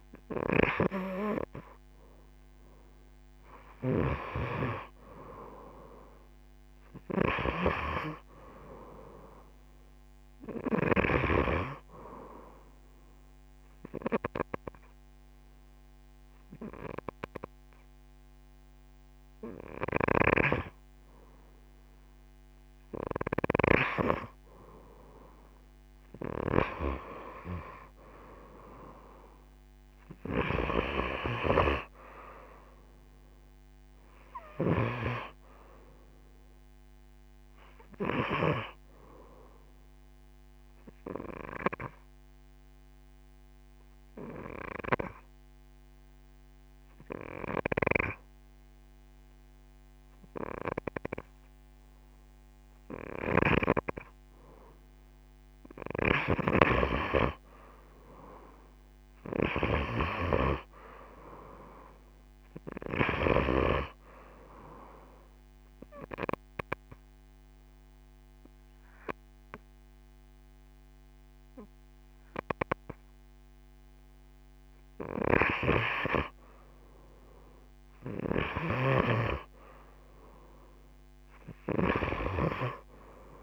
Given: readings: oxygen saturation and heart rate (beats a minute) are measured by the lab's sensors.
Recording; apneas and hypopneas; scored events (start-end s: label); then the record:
breathing in sleep by a microphone on the trachea; 3
4.50-11.50 s: oxygen desaturation (device-marked, oxygen 93% before, 90% lowest)
12.50-23.50 s: hypopnea (oxygen 93% before, 88% lowest)
27.00-30.50 s: arousal
30.50-57.50 s: oxygen desaturation (device-marked, oxygen 93% before, 88% lowest)
40.50-54.00 s: obstructive apnea (oxygen 93% before, 88% lowest)
57.00-60.50 s: arousal
62.50-78.50 s: oxygen desaturation (device-marked, oxygen 95% before, 88% lowest)
65.00-75.00 s: obstructive apnea (oxygen 95% before, 87% lowest)
77.00-80.50 s: arousal
From the record:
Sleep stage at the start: N2 (light sleep); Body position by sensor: on the right side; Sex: female